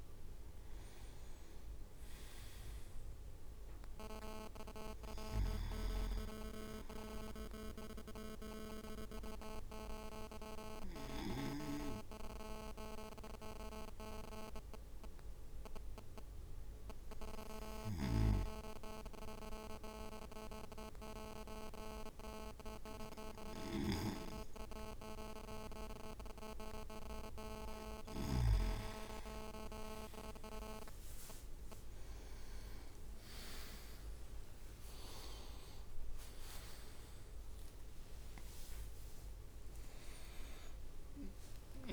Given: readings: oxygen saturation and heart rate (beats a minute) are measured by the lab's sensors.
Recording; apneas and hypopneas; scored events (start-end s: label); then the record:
breathing in sleep by a room microphone; 1
0.00-2.00 s: arousal
0.00-2.00 s: leg movement (device-marked)
0.00-10.00 s: drop in pulse transit time (device-marked, heart rate 55 extreme)
8.50-27.00 s: obstructive apnea (oxygen 99% before, 94% lowest, heart rate 58 before, 52 extreme, up 8 after)
18.00-28.50 s: snoring (device-marked)
35.00-41.92 s: drop in pulse transit time (device-marked, heart rate 55 before, 63 extreme)
36.00-41.92 s: oxygen desaturation (device-marked, oxygen 99% before, 94% lowest, heart rate 55 before, 54 extreme)
37.00-41.92 s: arousal
From the record:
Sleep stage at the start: N2 (light sleep); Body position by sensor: on the right side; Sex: male